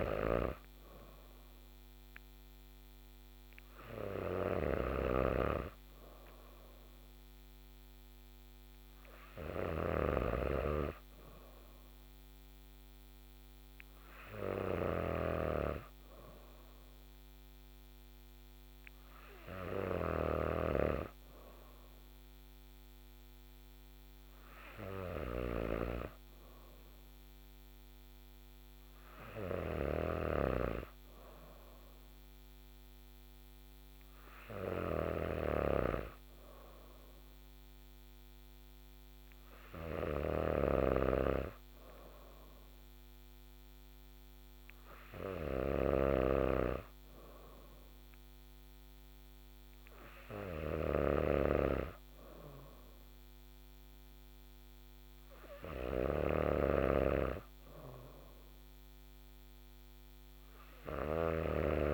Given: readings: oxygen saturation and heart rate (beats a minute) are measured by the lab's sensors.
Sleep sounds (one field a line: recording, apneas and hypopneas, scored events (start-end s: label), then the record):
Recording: breathing in sleep by a microphone on the trachea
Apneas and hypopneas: none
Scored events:
0.00-61.94 s: snoring (device-marked)
From the record:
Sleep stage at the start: N3 (deep sleep)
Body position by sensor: on the back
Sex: female